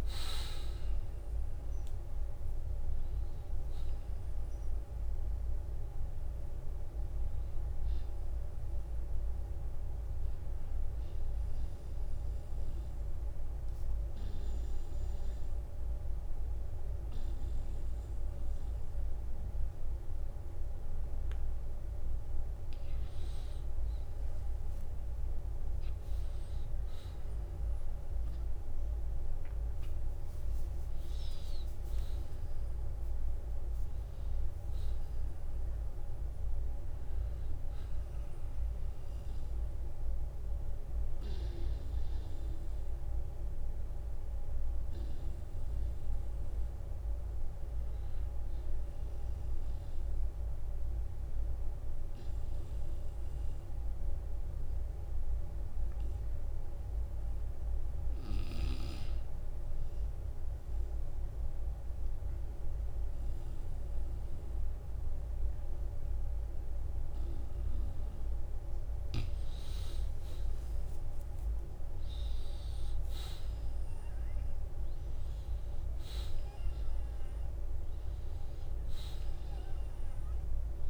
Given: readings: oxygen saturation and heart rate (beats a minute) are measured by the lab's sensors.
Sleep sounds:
breathing in sleep, hard to hear, by a room microphone; 3
0.00-15.00 s: oxygen desaturation (device-marked, oxygen 91% lowest, heart rate 49 extreme)
4.50-6.50 s: long interval between heartbeats (device-marked, heart rate 60 before, 67 extreme)
9.00-11.00 s: long interval between heartbeats (device-marked, heart rate 63 before, 56 extreme)
11.50-21.50 s: obstructive apnea (oxygen 96% before, 90% lowest, heart rate 63 before, 49 extreme, up 4 after)
12.50-14.50 s: long interval between heartbeats (device-marked, heart rate 63 before, 62 extreme)
24.00-28.50 s: arousal
35.50-37.50 s: long interval between heartbeats (device-marked, heart rate 58 before, 65 extreme)
37.50-47.50 s: obstructive apnea (oxygen 95% before, 85% lowest, heart rate 59 before, 54 extreme, up 6 after)
45.00-56.00 s: oxygen desaturation (device-marked, oxygen 95% before, 91% lowest, heart rate 60 before, 48 extreme)
51.50-55.00 s: arousal
52.50-54.50 s: long interval between heartbeats (device-marked, heart rate 60 before, 61 extreme)
59.00-69.00 s: obstructive apnea (oxygen 95% before, 85% lowest, heart rate 58 before, 48 extreme, up 1 after)
59.50-61.50 s: long interval between heartbeats (device-marked, heart rate 58 before, 57 extreme)
65.00-80.90 s: oxygen desaturation (device-marked, oxygen 94% before, 85% lowest, heart rate 58 before, 48 extreme)
66.50-68.50 s: long interval between heartbeats (device-marked, heart rate 58 before, 60 extreme)
71.00-74.50 s: arousal
From the record:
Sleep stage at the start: N2 (light sleep); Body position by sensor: on the back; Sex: male

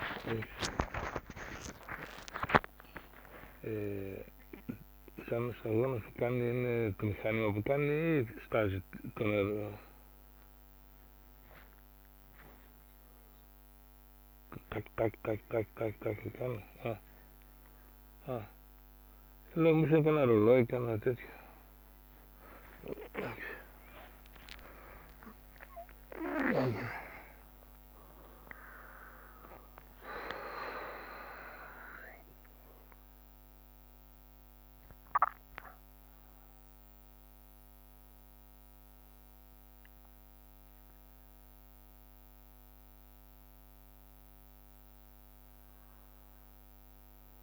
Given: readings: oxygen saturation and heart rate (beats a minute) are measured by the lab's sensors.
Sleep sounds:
a person partly awake in a sleep study, by a microphone on the trachea; none
0.00-1.00 s: long interval between heartbeats (device-marked, heart rate 40 extreme)
0.00-5.00 s: drop in pulse transit time (device-marked, heart rate 33 extreme)
0.00-6.00 s: snoring (device-marked)
0.00-22.00 s: bradycardia (device-marked)
2.00-17.00 s: oxygen desaturation (device-marked, oxygen 94% before, 89% lowest)
3.00-5.00 s: long interval between heartbeats (device-marked, heart rate 55 before, 33 extreme)
8.00-20.00 s: drop in pulse transit time (device-marked)
14.00-16.00 s: long interval between heartbeats (device-marked)
15.00-19.00 s: snoring (device-marked)
16.50-18.50 s: long interval between heartbeats (device-marked, heart rate 34 before, 27 extreme)
23.00-47.43 s: new sleep stage, N1 (lightest sleep)
25.00-34.00 s: tachycardia (device-marked, heart rate 75 before, 154 extreme)
25.50-27.50 s: long interval between heartbeats (device-marked, heart rate 33 before, 66 extreme)
28.50-30.50 s: long interval between heartbeats (device-marked, heart rate 40 before, 126 extreme)
30.50-32.50 s: long interval between heartbeats (device-marked, heart rate 49 before, 145 extreme)
40.00-47.43 s: oxygen desaturation (device-marked, oxygen 94% before, 88% lowest, heart rate 93 before, 59 extreme)
From the record:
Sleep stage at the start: awake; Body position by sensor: upright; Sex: male

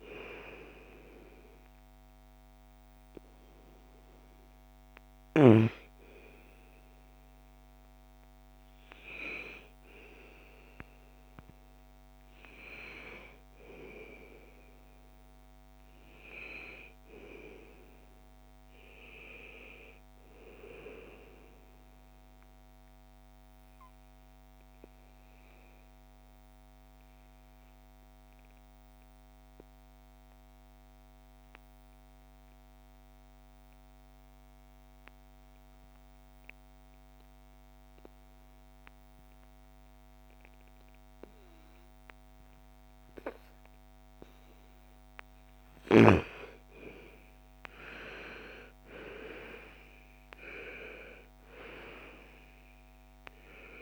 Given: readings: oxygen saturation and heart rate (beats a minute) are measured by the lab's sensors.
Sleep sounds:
breathing in sleep by a microphone on the trachea; 1
0.00-15.00 s: oxygen desaturation (device-marked, oxygen 86% lowest, heart rate 55 extreme)
21.50-44.00 s: obstructive apnea (oxygen 99% before, 86% lowest, heart rate 68 before, 48 extreme, up 22 after)
43.00-53.82 s: oxygen desaturation (device-marked, oxygen 98% before, 86% lowest, heart rate 59 before, 54 extreme)
46.00-50.50 s: arousal
From the record:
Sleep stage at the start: N2 (light sleep); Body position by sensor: on the right side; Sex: female

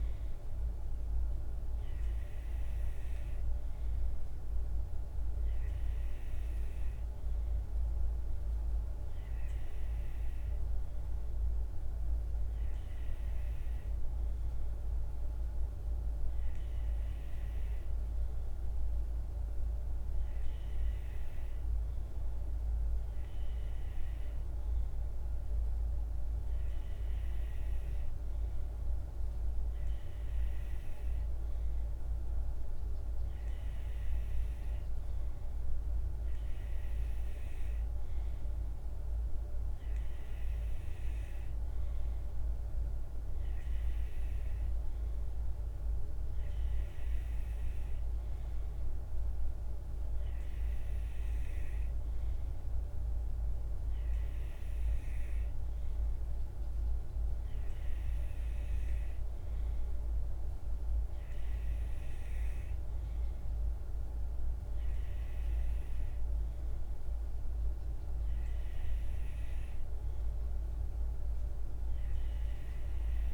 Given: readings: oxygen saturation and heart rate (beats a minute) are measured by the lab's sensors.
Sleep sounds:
breathing in sleep, hard to hear, by a room microphone; none
none scored
From the record:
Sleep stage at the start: N2 (light sleep); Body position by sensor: on the right side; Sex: male

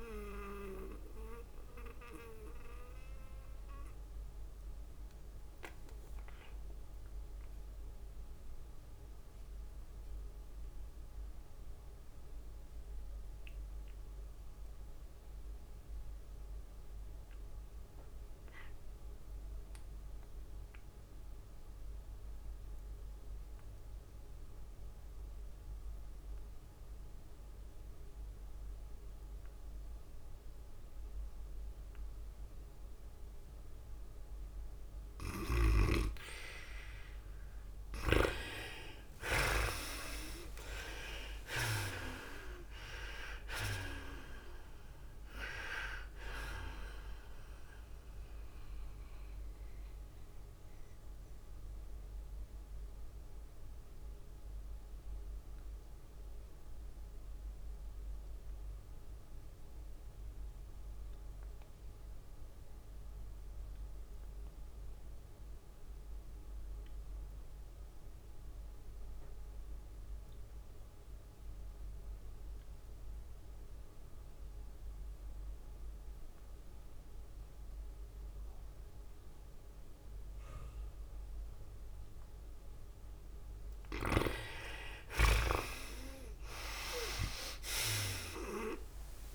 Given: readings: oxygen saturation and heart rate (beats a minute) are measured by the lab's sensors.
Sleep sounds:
breathing in sleep by a room microphone; 2
0.00-2.00 s: oxygen desaturation (device-marked, oxygen 62% lowest, heart rate 98 extreme)
0.00-9.00 s: drop in pulse transit time (device-marked, heart rate 103 extreme)
0.00-76.00 s: tachycardia (device-marked, heart rate 123 extreme)
1.50-34.00 s: obstructive apnea (oxygen 81% before, 63% lowest, heart rate 105 before, 102 extreme, up 11 after)
11.00-58.00 s: oxygen desaturation (device-marked, oxygen 98% before, 63% lowest, heart rate 113 before, 96 extreme)
37.00-42.00 s: arousal
40.00-42.00 s: long interval between heartbeats (device-marked, heart rate 105 before, 113 extreme)
41.00-55.00 s: drop in pulse transit time (device-marked, heart rate 105 before, 112 extreme)
48.50-83.00 s: mixed apnea (oxygen 93% before, 62% lowest, heart rate 109 before, 96 extreme, up 23 after)
60.00-89.35 s: oxygen desaturation (device-marked, oxygen 99% before, 62% lowest, heart rate 114 before, 93 extreme)
83.00-89.35 s: tachycardia (device-marked, heart rate 106 before, 119 extreme)
85.00-89.35 s: arousal
86.00-88.00 s: long interval between heartbeats (device-marked, heart rate 101 before, 107 extreme)
88.00-89.35 s: drop in pulse transit time (device-marked, heart rate 102 before, 110 extreme)
From the record:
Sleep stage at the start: N2 (light sleep); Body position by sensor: on the back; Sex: female

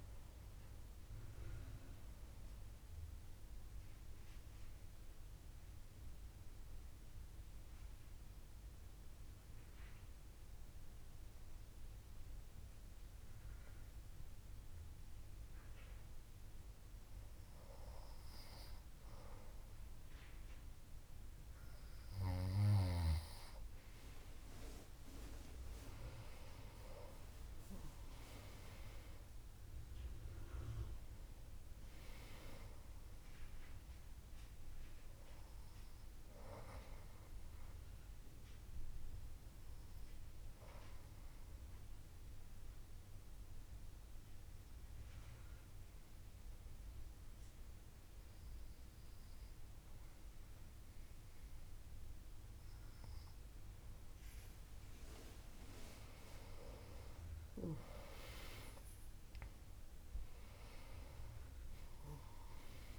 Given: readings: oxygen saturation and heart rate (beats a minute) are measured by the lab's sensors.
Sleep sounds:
breathing in sleep by a room microphone; 2
4.50-17.00 s: obstructive apnea (oxygen 98% before, 95% lowest, heart rate 96 before, 67 extreme, up 2 after)
18.50-62.99 s: new sleep stage, N2 (light sleep)
25.50-30.50 s: arousal
32.50-52.50 s: oxygen desaturation (device-marked, oxygen 99% before, 95% lowest, heart rate 70 before, 65 extreme)
38.50-54.50 s: obstructive apnea (oxygen 99% before, 94% lowest, heart rate 71 before, 65 extreme, up 9 after)
57.50-62.99 s: arousal
From the record:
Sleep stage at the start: N1 (lightest sleep); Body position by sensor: on the back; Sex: female

